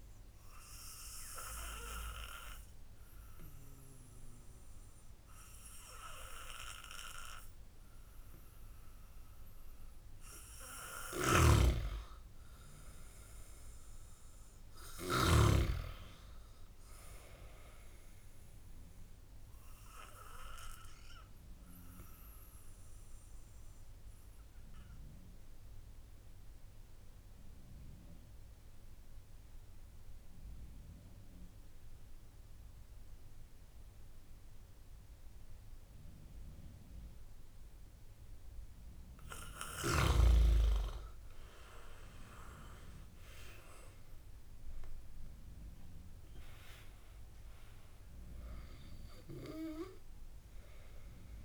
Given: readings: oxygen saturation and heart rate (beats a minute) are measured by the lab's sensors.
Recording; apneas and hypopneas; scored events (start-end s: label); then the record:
breathing in sleep by a room microphone; 2
1.00-11.50 s: obstructive apnea (oxygen 96% before, 93% lowest)
11.00-15.50 s: snoring (device-marked)
21.00-38.00 s: obstructive apnea (oxygen 96% before, 92% lowest)
40.00-42.50 s: arousal
From the record:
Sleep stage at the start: N2 (light sleep); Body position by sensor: on the back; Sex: male